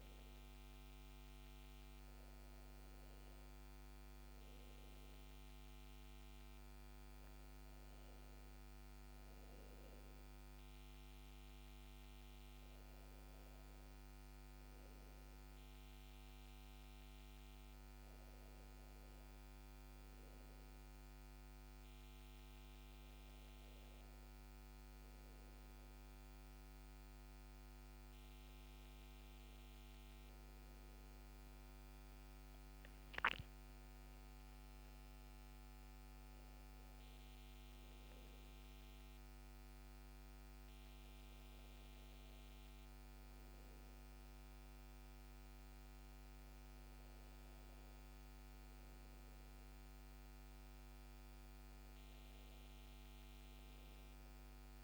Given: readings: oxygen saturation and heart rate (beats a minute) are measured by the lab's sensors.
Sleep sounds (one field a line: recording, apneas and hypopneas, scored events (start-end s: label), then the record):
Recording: breathing in sleep, hard to hear, by a microphone on the trachea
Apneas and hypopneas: none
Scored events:
none scored
From the record:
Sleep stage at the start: N2 (light sleep)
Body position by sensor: on the back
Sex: male